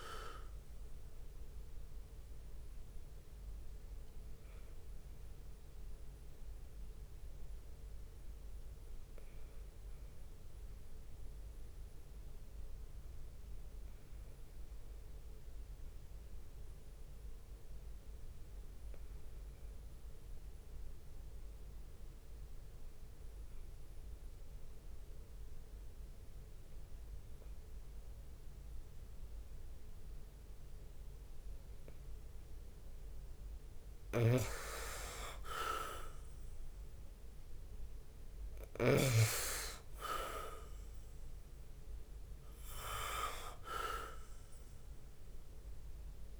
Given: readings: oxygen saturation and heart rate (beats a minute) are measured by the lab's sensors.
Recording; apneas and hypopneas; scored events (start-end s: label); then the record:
breathing in sleep by a room microphone; 1
7.00-32.50 s: obstructive apnea (oxygen 98% before, 89% lowest)
14.50-16.50 s: long interval between heartbeats (device-marked)
22.00-29.50 s: leg movement (device-marked)
31.50-46.40 s: oxygen desaturation (device-marked, oxygen 97% before, 89% lowest)
32.50-46.40 s: bradycardia (device-marked)
34.00-39.50 s: snoring (device-marked)
34.50-38.00 s: leg movement (device-marked)
37.00-42.00 s: arousal
From the record:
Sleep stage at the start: N2 (light sleep); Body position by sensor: on the back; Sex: male